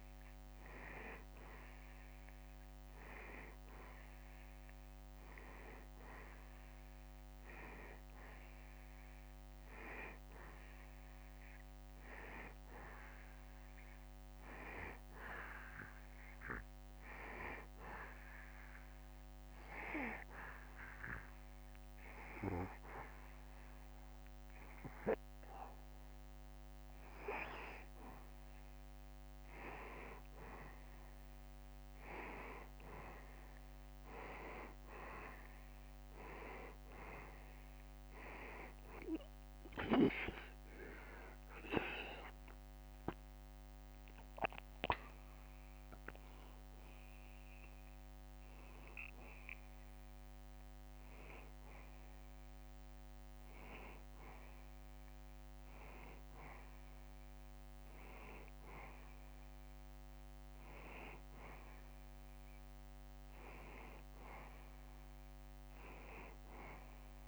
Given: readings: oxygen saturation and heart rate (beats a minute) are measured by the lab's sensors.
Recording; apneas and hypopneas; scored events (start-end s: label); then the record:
breathing in sleep by a microphone on the trachea; 1
17.00-27.50 s: obstructive apnea (oxygen 94% before, 90% lowest, heart rate 75 before, 72 extreme, up 3 after)
30.00-35.50 s: arousal
38.50-48.50 s: oxygen desaturation (device-marked, oxygen 94% before, 90% lowest, heart rate 74 before, 74 extreme)
From the record:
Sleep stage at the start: N2 (light sleep); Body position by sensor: on the back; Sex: male